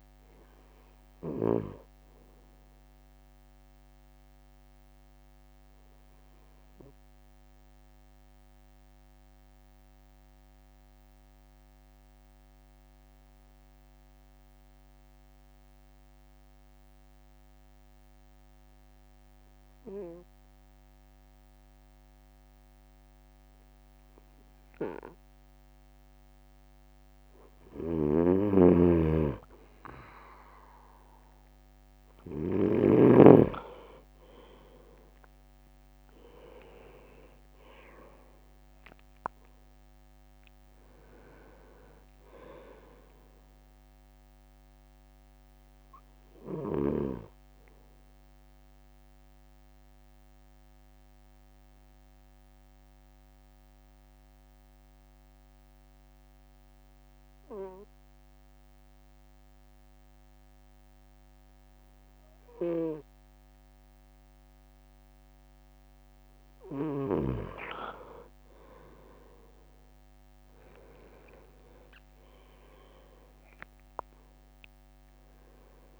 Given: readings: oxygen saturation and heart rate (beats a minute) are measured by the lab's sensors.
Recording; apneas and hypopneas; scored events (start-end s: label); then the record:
breathing in sleep by a microphone on the trachea; 2
1.00-26.50 s: obstructive apnea (oxygen 98% before, 97% lowest)
27.50-32.50 s: snoring (device-marked)
35.50-37.00 s: leg movement (device-marked)
35.50-40.00 s: arousal
46.00-65.00 s: obstructive apnea (oxygen 99% before, 97% lowest)
68.00-72.00 s: arousal
From the record:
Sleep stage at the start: N2 (light sleep); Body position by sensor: on the right side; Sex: male